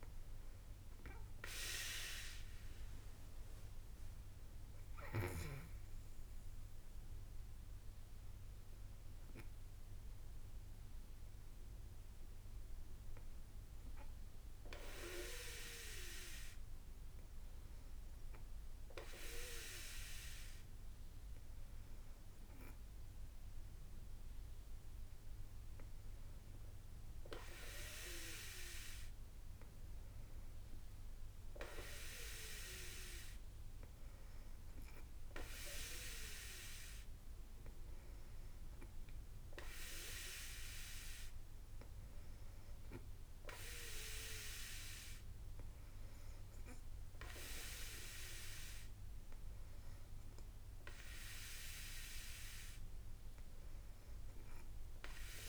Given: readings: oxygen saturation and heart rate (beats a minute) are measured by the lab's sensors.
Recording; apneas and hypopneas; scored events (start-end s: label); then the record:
breathing in sleep by a room microphone; 1
0.00-4.00 s: arousal
0.00-12.00 s: drop in pulse transit time (device-marked, heart rate 55 extreme)
0.00-18.00 s: oxygen desaturation (device-marked, oxygen 90% lowest, heart rate 52 extreme)
12.00-25.50 s: hypopnea (oxygen 96% before, 90% lowest, heart rate 58 before, 49 extreme, up 4 after)
47.00-55.49 s: drop in pulse transit time (device-marked, heart rate 55 before, 49 extreme)
47.50-49.50 s: long interval between heartbeats (device-marked, heart rate 55 before, 57 extreme)
From the record:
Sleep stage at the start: N2 (light sleep); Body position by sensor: on the back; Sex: female